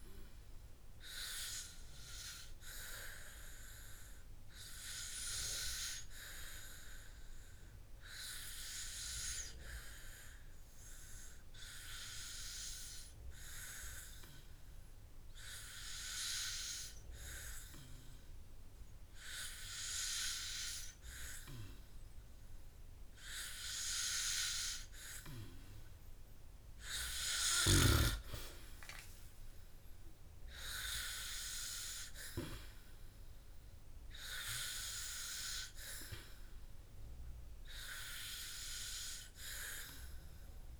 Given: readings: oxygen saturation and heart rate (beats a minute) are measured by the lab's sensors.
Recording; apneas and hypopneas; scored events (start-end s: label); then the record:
breathing in sleep by a room microphone; 1
8.00-20.50 s: hypopnea (oxygen 97% before, 93% lowest, heart rate 68 before, 52 extreme, up 7 after)
17.00-30.00 s: oxygen desaturation (device-marked, oxygen 96% before, 93% lowest, heart rate 62 before, 54 extreme)
22.50-25.00 s: arousal
31.00-34.50 s: arousal
From the record:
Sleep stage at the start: N2 (light sleep); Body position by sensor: on the back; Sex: male